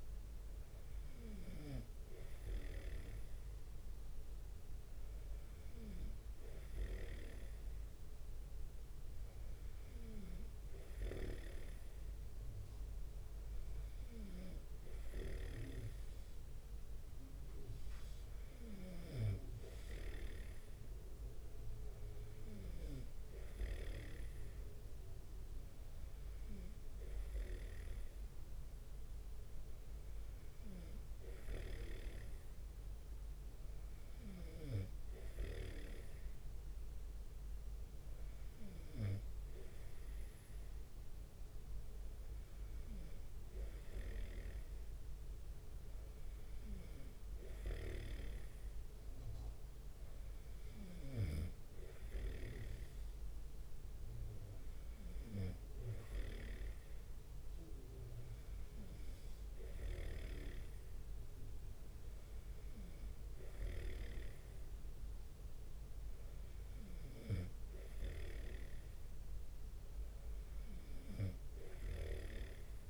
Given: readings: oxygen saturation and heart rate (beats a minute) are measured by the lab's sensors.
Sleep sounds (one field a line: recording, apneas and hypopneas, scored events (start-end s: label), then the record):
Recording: breathing in sleep by a room microphone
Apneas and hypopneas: none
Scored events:
11.50-24.50 s: snoring (device-marked)
22.00-23.50 s: leg movement (device-marked)
44.00-47.00 s: leg movement (device-marked)
44.50-52.00 s: snoring (device-marked)
67.50-72.50 s: snoring (device-marked)
From the record:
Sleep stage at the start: N2 (light sleep)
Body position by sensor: on the right side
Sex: male